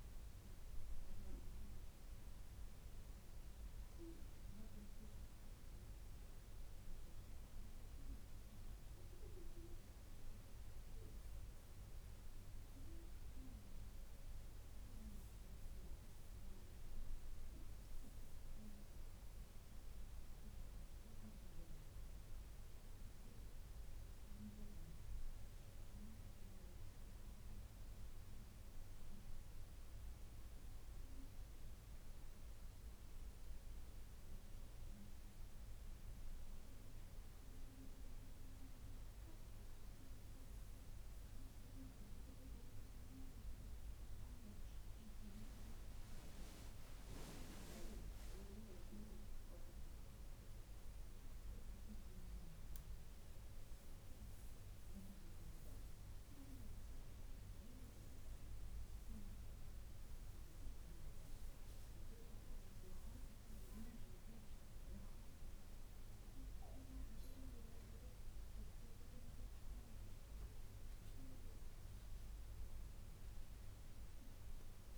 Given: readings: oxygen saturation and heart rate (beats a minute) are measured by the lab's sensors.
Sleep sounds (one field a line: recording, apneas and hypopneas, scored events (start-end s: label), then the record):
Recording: breathing in sleep by a room microphone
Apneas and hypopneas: none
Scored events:
none scored
From the record:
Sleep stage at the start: N1 (lightest sleep)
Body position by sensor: on the back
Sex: female